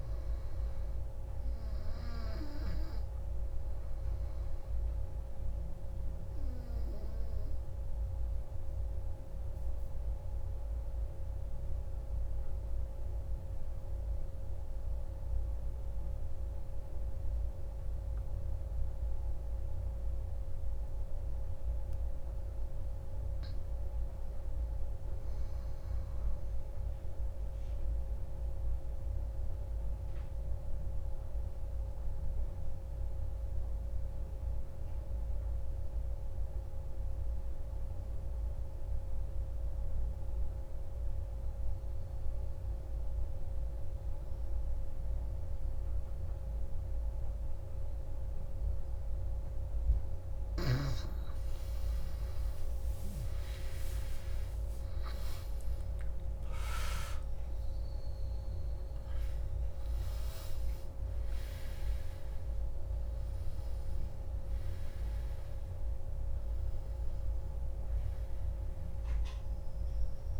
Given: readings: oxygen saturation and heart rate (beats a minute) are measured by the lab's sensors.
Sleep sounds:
breathing in sleep, hard to hear, by a room microphone; 1
0.00-13.00 s: oxygen desaturation (device-marked, oxygen 91% lowest)
5.00-48.00 s: hypopnea (oxygen 97% before, 91% lowest)
51.00-70.40 s: oxygen desaturation (device-marked, oxygen 95% before, 91% lowest)
52.00-57.50 s: arousal
From the record:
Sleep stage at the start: N2 (light sleep); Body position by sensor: on the back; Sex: male

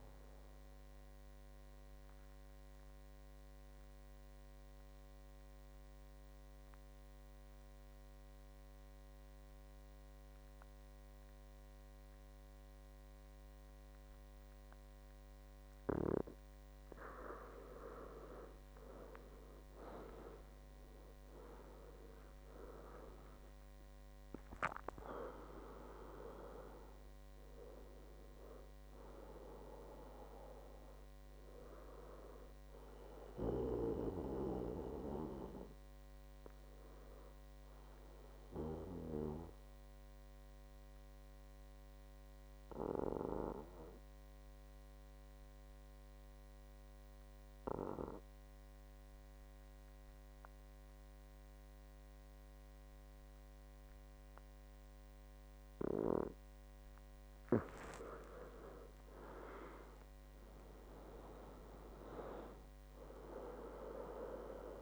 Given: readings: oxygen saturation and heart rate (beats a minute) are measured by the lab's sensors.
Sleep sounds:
breathing in sleep by a microphone on the trachea; 2
1.50-16.00 s: obstructive apnea (oxygen 98% before, 91% lowest, heart rate 72 before, 63 extreme, up 16 after)
18.50-22.50 s: arousal
18.50-41.50 s: oxygen desaturation (device-marked, oxygen 97% before, 91% lowest, heart rate 66 before, 62 extreme)
39.50-57.50 s: obstructive apnea (oxygen 97% before, 91% lowest, heart rate 75 before, 62 extreme, up 18 after)
59.00-63.00 s: arousal
63.50-64.82 s: oxygen desaturation (device-marked, oxygen 98% before, 93% lowest, heart rate 65 before, 61 extreme)
From the record:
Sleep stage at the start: N2 (light sleep); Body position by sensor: on the back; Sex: male

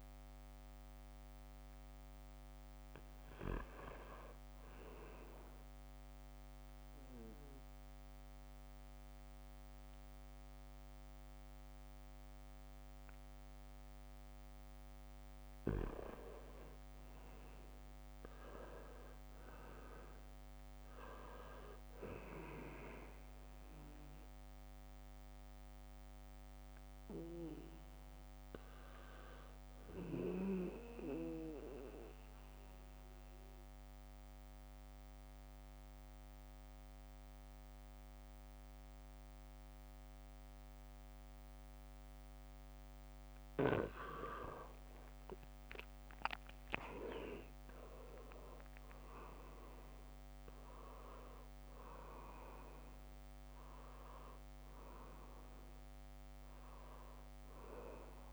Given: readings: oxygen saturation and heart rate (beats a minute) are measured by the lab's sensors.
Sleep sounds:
breathing in sleep by a microphone on the trachea; 2
0.00-1.00 s: arousal
1.00-20.00 s: oxygen desaturation (device-marked, oxygen 98% before, 90% lowest, heart rate 80 before, 76 extreme)
7.00-17.50 s: obstructive apnea (oxygen 98% before, 85% lowest, heart rate 79 before, 76 extreme, up 1 after)
19.00-22.50 s: arousal
22.00-34.00 s: oxygen desaturation (device-marked, oxygen 93% before, 85% lowest, heart rate 76 before, 75 extreme)
30.00-44.00 s: obstructive apnea (oxygen 97% before, 85% lowest, heart rate 77 before, 75 extreme, up 0 after)
46.00-58.33 s: oxygen desaturation (device-marked, oxygen 97% before, 85% lowest, heart rate 80 before, 72 extreme)
46.50-50.50 s: arousal
From the record:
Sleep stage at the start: N2 (light sleep); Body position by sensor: on the back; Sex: male

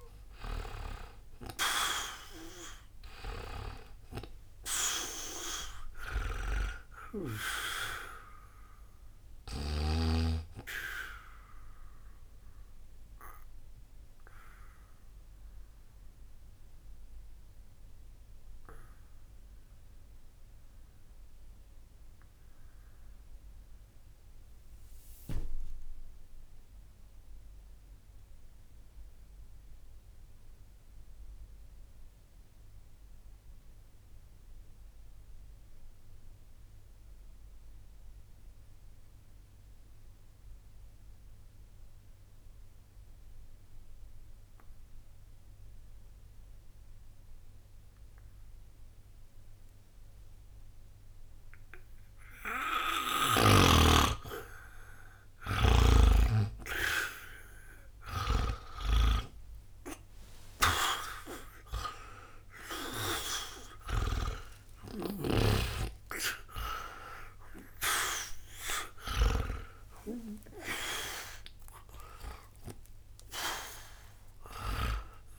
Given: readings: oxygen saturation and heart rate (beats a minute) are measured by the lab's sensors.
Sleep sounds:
breathing in sleep by a room microphone; 1
0.00-34.00 s: oxygen desaturation (device-marked, oxygen 76% lowest, heart rate 60 extreme)
12.00-52.00 s: obstructive apnea (oxygen 96% before, 76% lowest, heart rate 64 before, 60 extreme, up 1 after)
52.00-75.39 s: oxygen desaturation (device-marked, oxygen 99% before, 78% lowest, heart rate 61 before, 59 extreme)
55.50-60.50 s: arousal
69.00-74.00 s: arousal
From the record:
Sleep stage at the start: N2 (light sleep); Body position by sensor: on the back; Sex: male

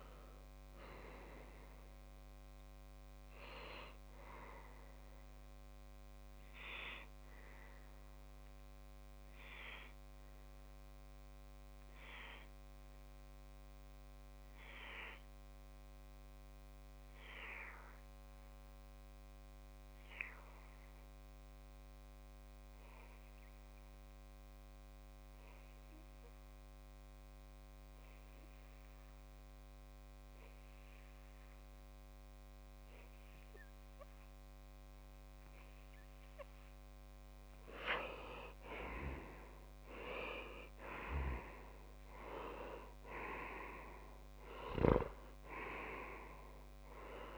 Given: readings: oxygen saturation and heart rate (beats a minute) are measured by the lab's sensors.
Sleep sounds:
breathing in sleep by a microphone on the trachea; 1
7.00-37.50 s: obstructive apnea (oxygen 95% before, 92% lowest)
35.50-47.38 s: oxygen desaturation (device-marked, oxygen 99% before, 92% lowest)
39.00-42.50 s: arousal
From the record:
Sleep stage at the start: N2 (light sleep); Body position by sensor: on the left side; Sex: male

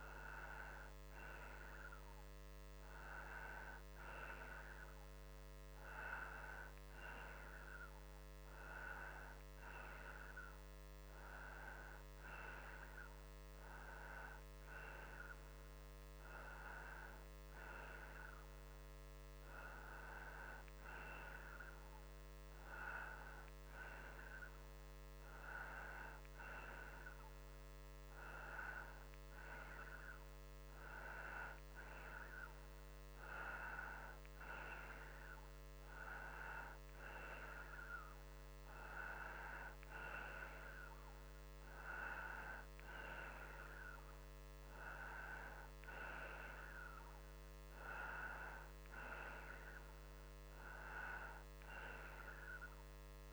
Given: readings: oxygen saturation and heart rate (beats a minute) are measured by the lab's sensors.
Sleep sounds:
breathing in sleep by a microphone on the trachea; none
none scored
From the record:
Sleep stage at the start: N2 (light sleep); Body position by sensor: upright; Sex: male

